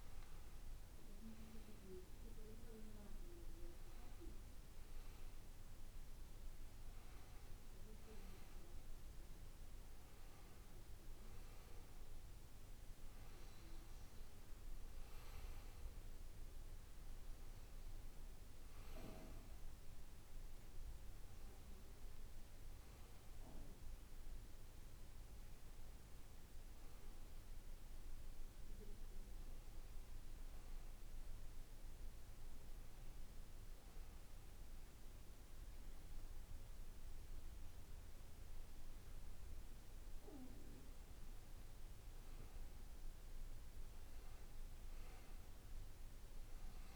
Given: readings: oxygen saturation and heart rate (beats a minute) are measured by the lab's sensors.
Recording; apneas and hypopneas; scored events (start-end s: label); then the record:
breathing in sleep, hard to hear, by a room microphone; 1
0.00-1.50 s: oxygen desaturation (device-marked, oxygen 95% lowest, heart rate 63 extreme)
0.00-3.00 s: arousal
3.50-25.50 s: oxygen desaturation (device-marked, oxygen 98% before, 94% lowest, heart rate 69 before, 65 extreme)
29.50-41.00 s: hypopnea (oxygen 98% before, 92% lowest, heart rate 67 before, 68 extreme, up 1 after)
42.50-46.96 s: oxygen desaturation (device-marked, oxygen 96% before, 92% lowest, heart rate 68 before, 68 extreme)
43.00-46.96 s: arousal
From the record:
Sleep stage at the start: N1 (lightest sleep); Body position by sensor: on the back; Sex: male